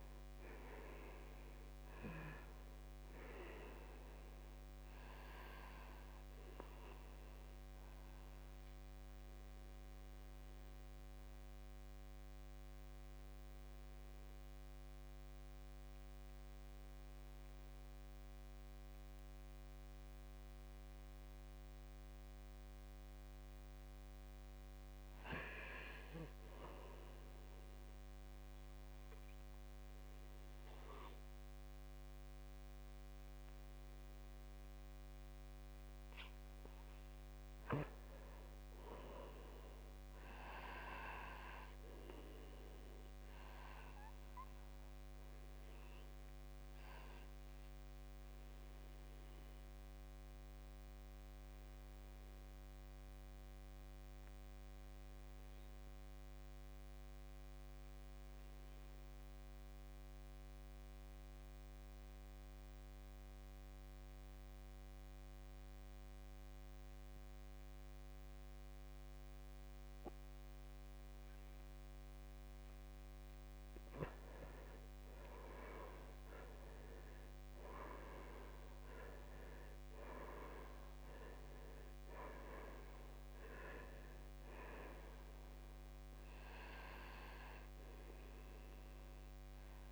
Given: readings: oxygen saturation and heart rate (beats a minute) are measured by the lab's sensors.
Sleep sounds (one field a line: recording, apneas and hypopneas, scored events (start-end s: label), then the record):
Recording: breathing in sleep by a microphone on the trachea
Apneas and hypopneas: 2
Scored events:
0.00-22.00 s: oxygen desaturation (device-marked, oxygen 78% lowest, heart rate 52 extreme)
5.50-23.00 s: obstructive apnea (oxygen 96% before, 78% lowest, heart rate 61 before, 52 extreme, up 11 after)
25.50-29.00 s: arousal
37.00-51.00 s: oxygen desaturation (device-marked, oxygen 98% before, 89% lowest, heart rate 57 before, 57 extreme)
45.00-71.00 s: obstructive apnea (oxygen 99% before, 76% lowest, heart rate 61 before, 55 extreme, up 10 after)
53.00-64.00 s: oxygen desaturation (device-marked, oxygen 93% before, 88% lowest, heart rate 62 before, 57 extreme)
74.00-89.92 s: oxygen desaturation (device-marked, oxygen 96% before, 76% lowest, heart rate 60 before, 48 extreme)
75.00-79.00 s: arousal
From the record:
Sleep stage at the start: N2 (light sleep)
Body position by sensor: on the back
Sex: male